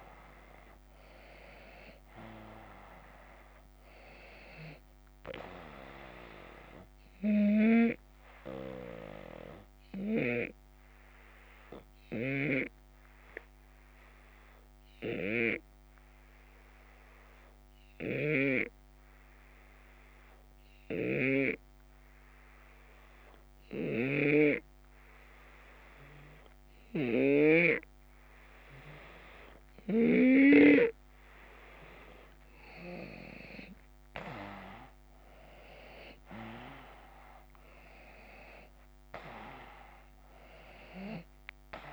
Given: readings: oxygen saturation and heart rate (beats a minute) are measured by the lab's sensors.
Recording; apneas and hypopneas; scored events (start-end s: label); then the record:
breathing in sleep by a microphone on the trachea; 1
7.50-30.50 s: obstructive apnea (oxygen 95% before, 90% lowest, heart rate 79 before, 75 extreme, up 5 after)
20.50-30.50 s: snoring (device-marked)
33.50-37.50 s: arousal
37.00-41.93 s: drop in pulse transit time (device-marked, heart rate 76 before, 79 extreme)
From the record:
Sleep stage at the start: N2 (light sleep); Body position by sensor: on the back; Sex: male